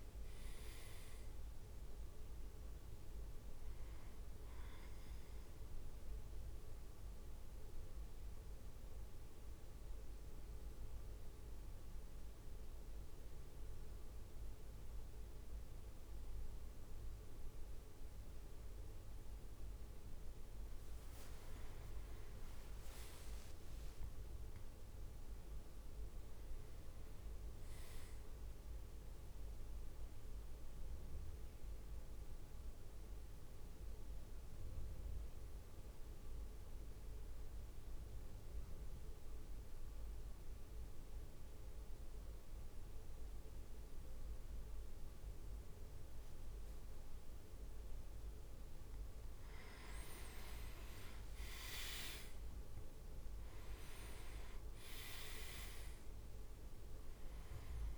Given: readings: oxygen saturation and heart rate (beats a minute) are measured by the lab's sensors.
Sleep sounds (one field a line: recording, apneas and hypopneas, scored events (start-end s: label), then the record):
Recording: breathing in sleep, hard to hear, by a room microphone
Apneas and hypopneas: 2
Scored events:
0.00-5.00 s: oxygen desaturation (device-marked, oxygen 99% before, 95% lowest, heart rate 57 before, 49 extreme)
0.00-8.00 s: drop in pulse transit time (device-marked, heart rate 49 extreme)
6.50-19.00 s: central apnea (oxygen 99% before, 94% lowest, heart rate 57 before, 48 extreme, up 11 after)
21.00-25.00 s: arousal
22.00-34.00 s: drop in pulse transit time (device-marked, heart rate 52 before, 49 extreme)
29.50-49.00 s: mixed apnea (oxygen 99% before, 94% lowest, heart rate 54 before, 49 extreme, up 6 after)
50.00-51.50 s: leg movement (device-marked)
51.00-55.50 s: arousal
52.00-57.98 s: drop in pulse transit time (device-marked, heart rate 53 before, 52 extreme)
55.00-57.98 s: oxygen desaturation (device-marked, oxygen 99% before, 95% lowest, heart rate 54 before, 49 extreme)
From the record:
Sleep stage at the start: N2 (light sleep)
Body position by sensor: on the back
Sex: male